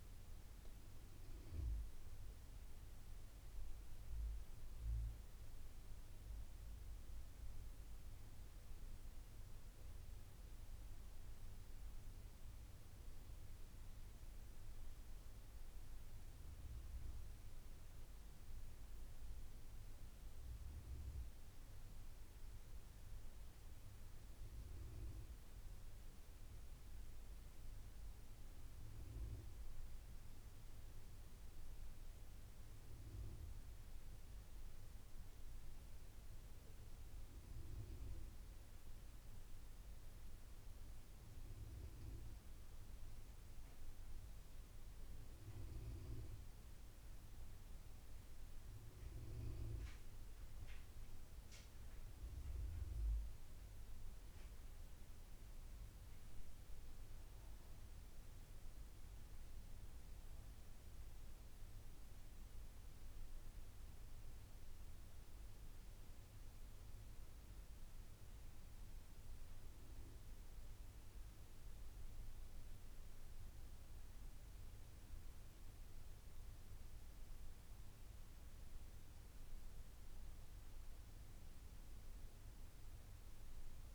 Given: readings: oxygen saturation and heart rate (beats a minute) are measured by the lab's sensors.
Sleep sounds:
breathing in sleep, hard to hear, by a room microphone; none
none scored
From the record:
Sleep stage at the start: N1 (lightest sleep); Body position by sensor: on the back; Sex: male

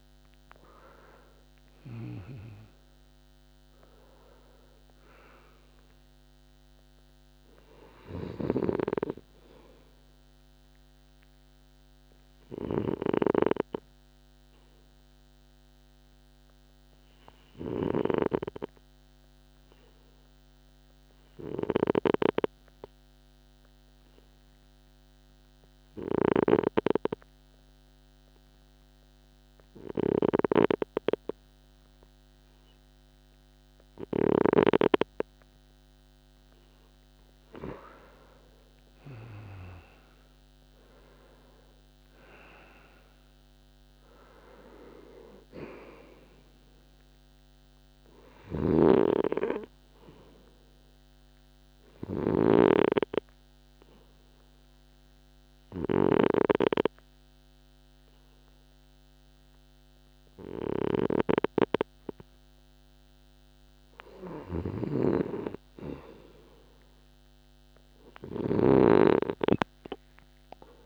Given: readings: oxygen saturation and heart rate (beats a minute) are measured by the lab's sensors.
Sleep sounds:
breathing in sleep by a microphone on the trachea; 2
0.00-14.50 s: oxygen desaturation (device-marked, oxygen 91% lowest, heart rate 53 extreme)
15.50-34.50 s: obstructive apnea (oxygen 96% before, 91% lowest, heart rate 58 before, 48 extreme, up 7 after)
37.00-41.00 s: arousal
42.50-67.50 s: oxygen desaturation (device-marked, oxygen 95% before, 91% lowest, heart rate 59 before, 47 extreme)
51.00-62.00 s: obstructive apnea (oxygen 97% before, 91% lowest, heart rate 60 before, 47 extreme, up 24 after)
68.00-70.86 s: snoring (device-marked)
69.00-70.86 s: arousal
From the record:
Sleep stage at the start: N2 (light sleep); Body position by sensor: on the right side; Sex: male

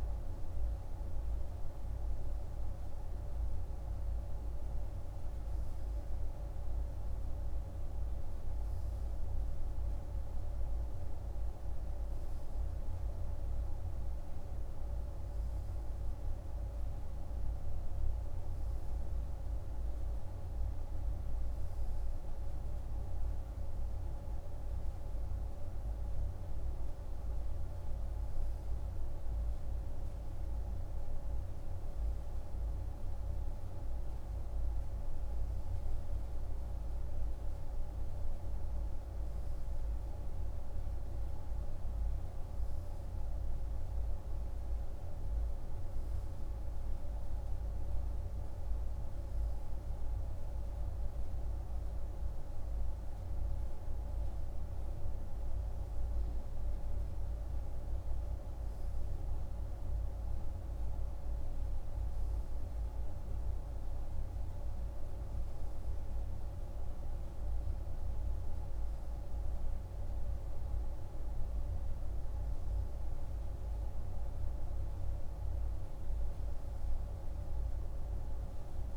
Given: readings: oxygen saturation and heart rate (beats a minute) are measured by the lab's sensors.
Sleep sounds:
breathing in sleep, hard to hear, by a room microphone; none
none scored
From the record:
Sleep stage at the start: N2 (light sleep); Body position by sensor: on the right side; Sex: male

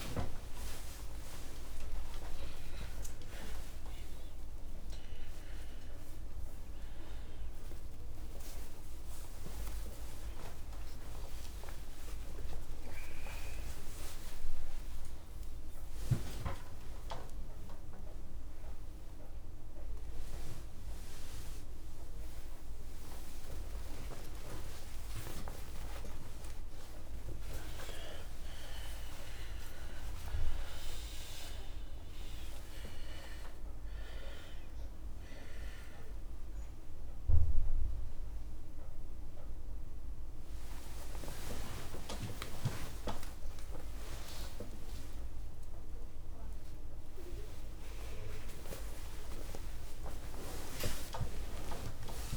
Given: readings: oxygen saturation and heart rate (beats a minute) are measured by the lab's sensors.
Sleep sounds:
a person awake in a sleep study, by a room microphone; none
0.00-5.00 s: tachycardia (device-marked)
0.00-18.00 s: oxygen desaturation (device-marked, oxygen 79% lowest)
0.50-2.50 s: long interval between heartbeats (device-marked)
4.00-6.00 s: long interval between heartbeats (device-marked, heart rate 36 before, 149 extreme)
6.00-8.00 s: long interval between heartbeats (device-marked, heart rate 52 before, 150 extreme)
10.00-17.00 s: tachycardia (device-marked)
10.50-12.50 s: long interval between heartbeats (device-marked, heart rate 74 before, 76 extreme)
12.50-14.50 s: long interval between heartbeats (device-marked, heart rate 82 before, 99 extreme)
14.50-16.50 s: long interval between heartbeats (device-marked, heart rate 92 before, 113 extreme)
17.00-19.00 s: long interval between heartbeats (device-marked, heart rate 113 before, 144 extreme)
24.00-37.00 s: tachycardia (device-marked)
24.50-26.50 s: long interval between heartbeats (device-marked, heart rate 108 before, 47 extreme)
28.50-30.50 s: long interval between heartbeats (device-marked, heart rate 93 before, 117 extreme)
30.50-32.50 s: long interval between heartbeats (device-marked, heart rate 99 before, 148 extreme)
33.00-35.00 s: long interval between heartbeats (device-marked, heart rate 107 before, 137 extreme)
36.00-38.00 s: long interval between heartbeats (device-marked, heart rate 109 before, 125 extreme)
37.00-52.36 s: oxygen desaturation (device-marked, oxygen 98% before, 91% lowest)
43.50-45.50 s: long interval between heartbeats (device-marked, heart rate 104 before, 53 extreme)
49.00-52.36 s: new sleep stage, N1 (lightest sleep)
50.50-52.36 s: long interval between heartbeats (device-marked, heart rate 92 before, 49 extreme)
From the record:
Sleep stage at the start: awake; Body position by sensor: on the left side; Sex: male

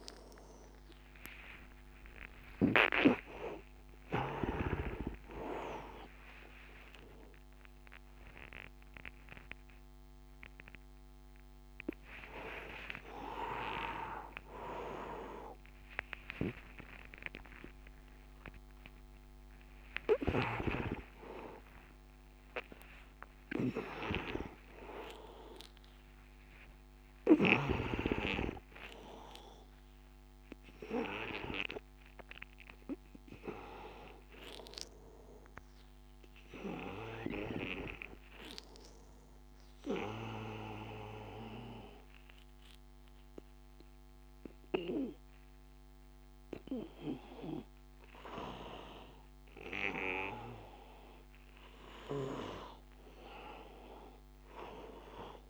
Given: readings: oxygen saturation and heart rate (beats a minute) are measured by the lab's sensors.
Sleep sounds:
a person awake in a sleep study, by a microphone on the trachea; none
0.00-5.00 s: snoring (device-marked)
0.00-21.00 s: oxygen desaturation (device-marked, oxygen 84% lowest, heart rate 93 extreme)
1.50-3.50 s: long interval between heartbeats (device-marked, heart rate 92 before, 106 extreme)
14.00-16.00 s: long interval between heartbeats (device-marked, heart rate 104 before, 115 extreme)
28.00-30.00 s: long interval between heartbeats (device-marked, heart rate 119 before, 121 extreme)
47.00-55.50 s: new sleep stage, N2 (light sleep)
From the record:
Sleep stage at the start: awake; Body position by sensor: on the back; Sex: male

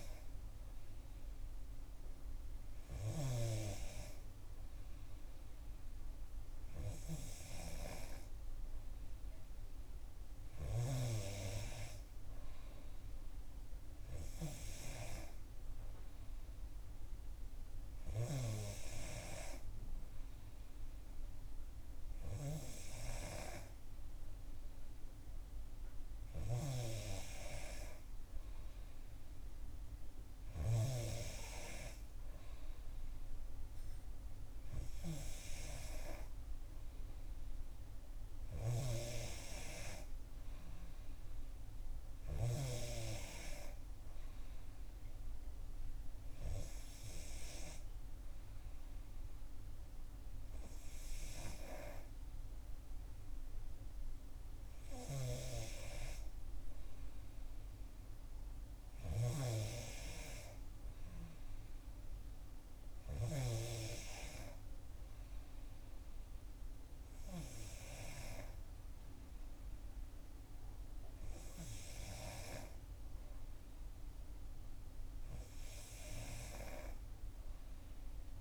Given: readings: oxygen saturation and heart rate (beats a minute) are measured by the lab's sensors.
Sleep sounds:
breathing in sleep by a room microphone; none
none scored
From the record:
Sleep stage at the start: N2 (light sleep); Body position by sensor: on the back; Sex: female

